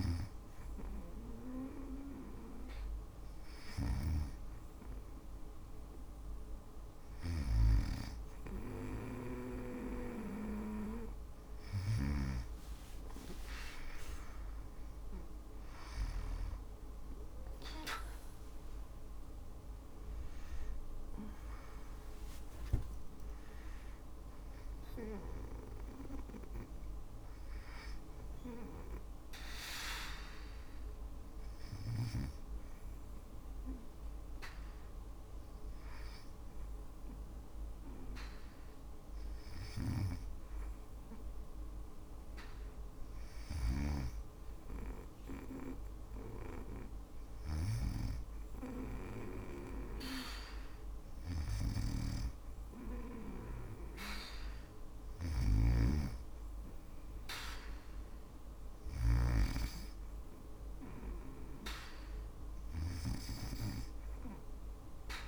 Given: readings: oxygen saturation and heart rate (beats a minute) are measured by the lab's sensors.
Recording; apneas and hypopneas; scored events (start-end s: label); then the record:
breathing in sleep by a room microphone; none
15.50-20.00 s: arousal
42.50-58.50 s: snoring (device-marked)
From the record:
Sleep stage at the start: N2 (light sleep); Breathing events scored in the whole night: 224 in 4.0 hours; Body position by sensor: on the back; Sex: female